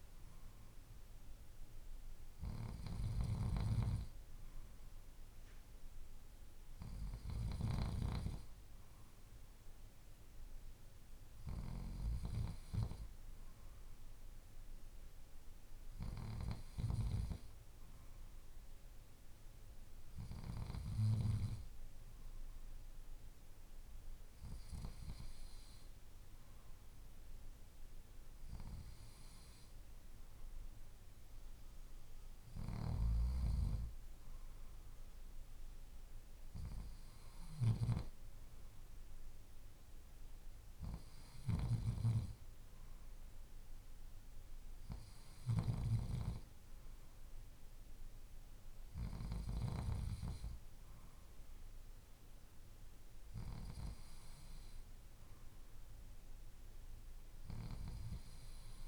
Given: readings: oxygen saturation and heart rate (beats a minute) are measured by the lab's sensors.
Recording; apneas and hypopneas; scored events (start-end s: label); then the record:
breathing in sleep by a room microphone; none
none scored
From the record:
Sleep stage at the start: N2 (light sleep); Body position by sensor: on the left side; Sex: male